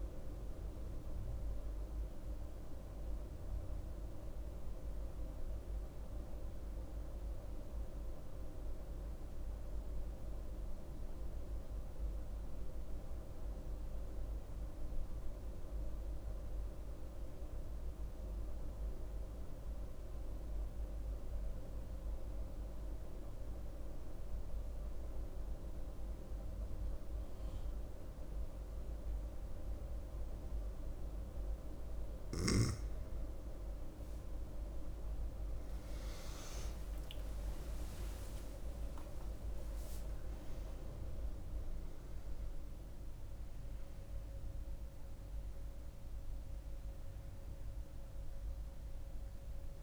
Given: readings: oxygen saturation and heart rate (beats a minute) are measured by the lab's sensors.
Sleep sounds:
breathing in sleep, hard to hear, by a room microphone; 1
0.00-12.50 s: oxygen desaturation (device-marked, oxygen 92% lowest, heart rate 62 extreme)
5.00-31.00 s: mixed apnea (oxygen 97% before, 92% lowest, heart rate 74 before, 62 extreme, up 11 after)
29.50-49.83 s: oxygen desaturation (device-marked, oxygen 99% before, 93% lowest, heart rate 64 before, 62 extreme)
35.00-39.00 s: arousal
From the record:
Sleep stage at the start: N2 (light sleep); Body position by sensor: on the right side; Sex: female

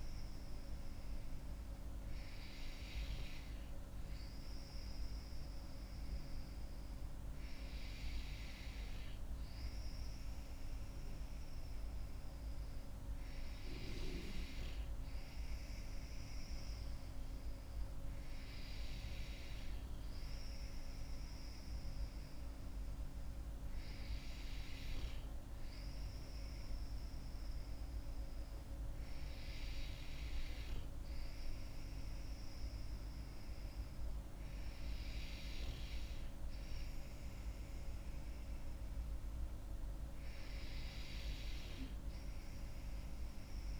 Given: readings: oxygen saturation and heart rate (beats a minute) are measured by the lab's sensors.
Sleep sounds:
breathing in sleep, hard to hear, by a room microphone; none
none scored
From the record:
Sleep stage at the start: N2 (light sleep); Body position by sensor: on the back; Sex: female

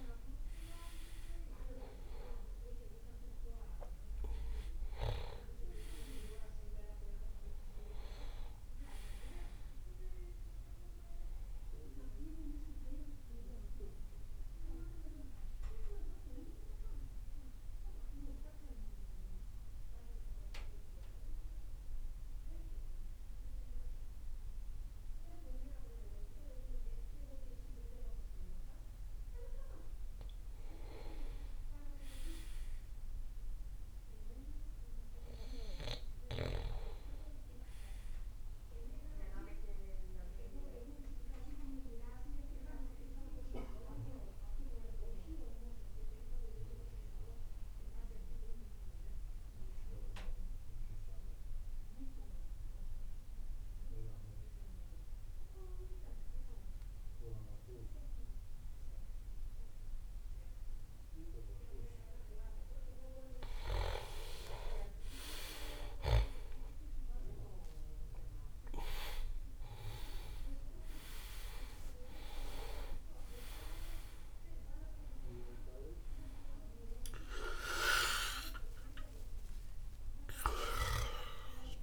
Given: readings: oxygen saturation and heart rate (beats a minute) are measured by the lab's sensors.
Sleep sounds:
breathing in sleep by a room microphone; 2
0.50-16.50 s: oxygen desaturation (device-marked, oxygen 97% before, 90% lowest)
14.50-29.50 s: central apnea (oxygen 97% before, 85% lowest)
32.00-35.50 s: arousal
35.50-50.50 s: oxygen desaturation (device-marked, oxygen 98% before, 91% lowest)
40.00-63.00 s: mixed apnea (oxygen 98% before, 85% lowest)
63.50-81.83 s: oxygen desaturation (device-marked, oxygen 97% before, 85% lowest)
64.50-69.00 s: arousal
From the record:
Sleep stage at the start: N2 (light sleep); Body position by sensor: on the back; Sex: male

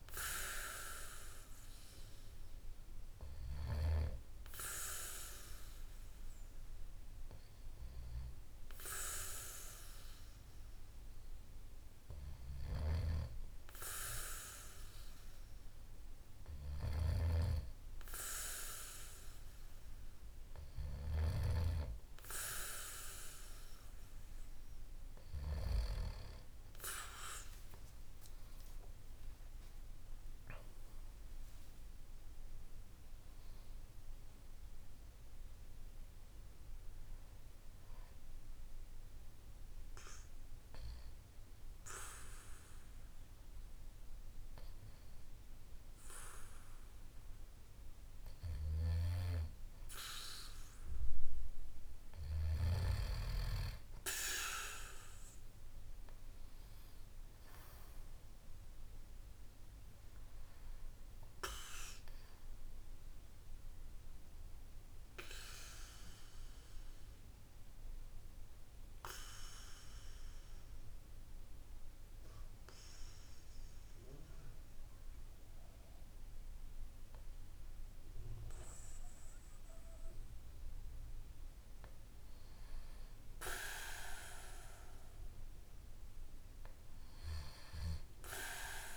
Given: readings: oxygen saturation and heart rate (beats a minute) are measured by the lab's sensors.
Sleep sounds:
breathing in sleep by a room microphone; 2
27.00-31.00 s: arousal
37.50-50.00 s: hypopnea (oxygen 96% before, 93% lowest, heart rate 65 before, 49 extreme, up 16 after)
53.00-56.50 s: arousal
63.00-80.00 s: oxygen desaturation (device-marked, oxygen 96% before, 93% lowest, heart rate 55 before, 48 extreme)
66.00-80.00 s: hypopnea (oxygen 96% before, 93% lowest, heart rate 56 before, 48 extreme, up 3 after)
82.00-85.00 s: arousal
From the record:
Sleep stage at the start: N2 (light sleep); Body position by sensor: on the back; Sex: male

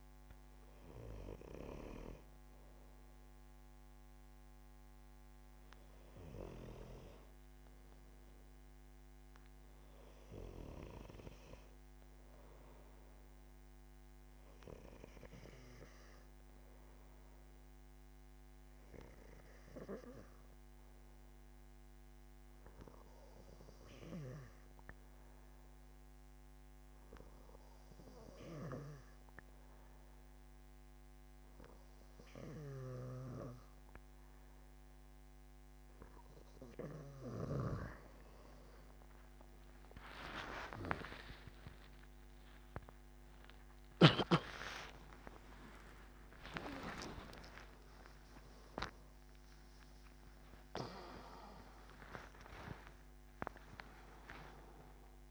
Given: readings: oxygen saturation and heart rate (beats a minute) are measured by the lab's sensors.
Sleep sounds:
a person partly awake in a sleep study, by a microphone on the trachea; 1
18.00-35.50 s: hypopnea (oxygen 99% before, 93% lowest, heart rate 80 before, 79 extreme, up 11 after)
33.50-55.31 s: oxygen desaturation (device-marked, oxygen 97% before, 93% lowest, heart rate 81 before, 85 extreme)
39.50-55.31 s: new sleep stage, awake
48.50-55.31 s: tachycardia (device-marked, heart rate 78 before, 112 extreme)
52.00-54.00 s: long interval between heartbeats (device-marked, heart rate 88 before, 103 extreme)
54.00-55.31 s: long interval between heartbeats (device-marked, heart rate 90 before, 109 extreme)
From the record:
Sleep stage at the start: N2 (light sleep); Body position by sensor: on the back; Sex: male

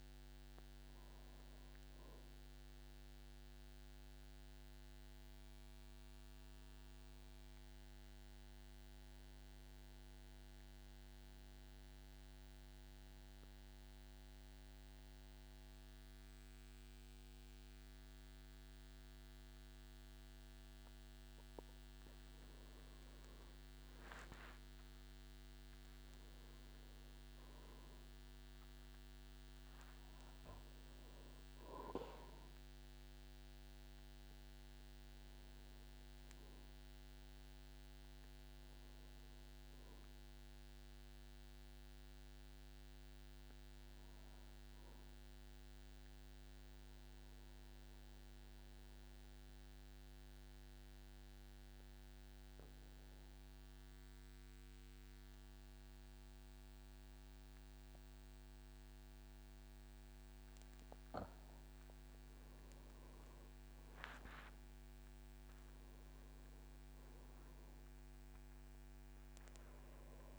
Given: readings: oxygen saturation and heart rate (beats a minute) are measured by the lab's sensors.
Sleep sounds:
breathing in sleep, hard to hear, by a microphone on the trachea; 2
0.00-14.50 s: oxygen desaturation (device-marked, oxygen 91% lowest, heart rate 50 extreme)
4.00-22.50 s: mixed apnea (oxygen 97% before, 91% lowest, heart rate 74 before, 50 extreme, up 10 after)
25.00-29.00 s: arousal
30.50-45.50 s: oxygen desaturation (device-marked, oxygen 99% before, 93% lowest, heart rate 56 before, 50 extreme)
41.50-60.50 s: obstructive apnea (oxygen 99% before, 89% lowest, heart rate 59 before, 47 extreme, up 11 after)
62.50-67.00 s: arousal
67.50-70.39 s: oxygen desaturation (device-marked, oxygen 98% before, 92% lowest, heart rate 54 before, 47 extreme)
From the record:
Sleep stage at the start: N2 (light sleep); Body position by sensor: on the back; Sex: male

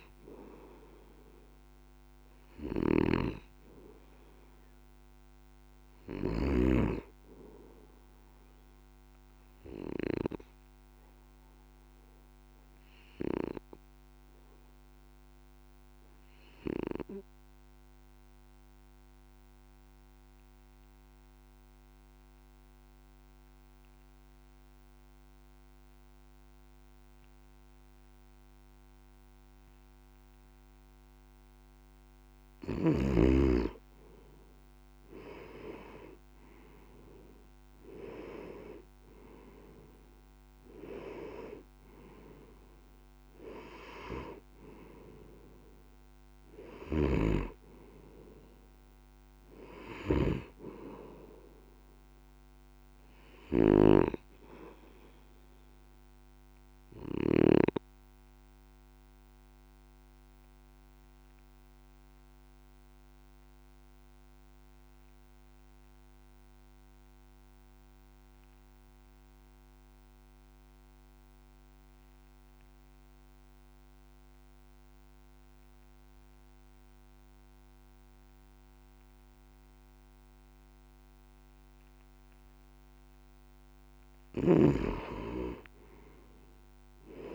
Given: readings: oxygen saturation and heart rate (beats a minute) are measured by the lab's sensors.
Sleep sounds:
breathing in sleep by a microphone on the trachea; 2
2.50-6.50 s: snoring (device-marked)
11.00-32.50 s: obstructive apnea (oxygen 96% before, 89% lowest, heart rate 52 before, 48 extreme, up 14 after)
14.50-27.50 s: oxygen desaturation (device-marked, oxygen 95% before, 89% lowest, heart rate 51 before, 48 extreme)
35.50-39.00 s: arousal
38.50-57.50 s: oxygen desaturation (device-marked, oxygen 97% before, 91% lowest, heart rate 52 before, 48 extreme)
53.50-57.50 s: snoring (device-marked)
56.00-83.00 s: obstructive apnea (oxygen 97% before, 91% lowest, heart rate 54 before, 48 extreme, up 6 after)
From the record:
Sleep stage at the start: N2 (light sleep); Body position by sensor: on the back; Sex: male

